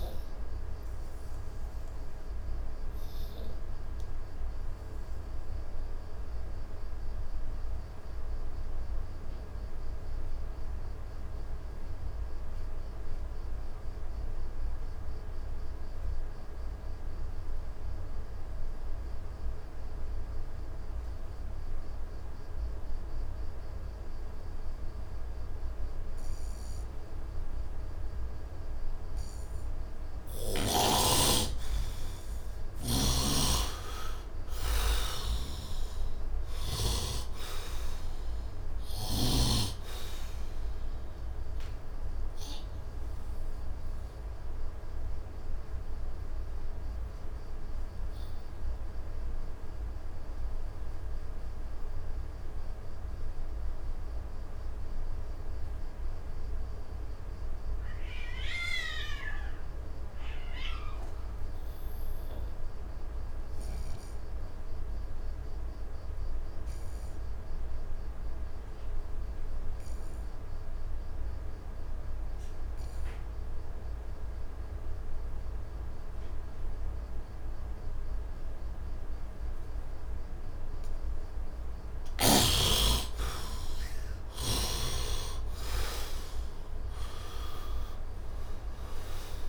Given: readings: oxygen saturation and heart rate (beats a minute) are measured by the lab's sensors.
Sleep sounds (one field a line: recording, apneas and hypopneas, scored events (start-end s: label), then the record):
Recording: breathing in sleep by a room microphone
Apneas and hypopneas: 2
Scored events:
0.00-16.50 s: oxygen desaturation (device-marked, oxygen 72% lowest, heart rate 67 extreme)
1.00-30.50 s: obstructive apnea (oxygen 100% before, 68% lowest, heart rate 85 before, 67 extreme, up 26 after)
20.50-62.50 s: oxygen desaturation (device-marked, oxygen 99% before, 69% lowest, heart rate 71 before, 68 extreme)
32.50-37.00 s: snoring (device-marked)
33.00-36.50 s: arousal
43.00-81.00 s: obstructive apnea (oxygen 99% before, 64% lowest, heart rate 88 before, 67 extreme, up 17 after)
67.50-89.49 s: oxygen desaturation (device-marked, oxygen 98% before, 64% lowest, heart rate 72 before, 67 extreme)
82.50-87.00 s: arousal
From the record:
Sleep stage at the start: N2 (light sleep)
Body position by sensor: on the right side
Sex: male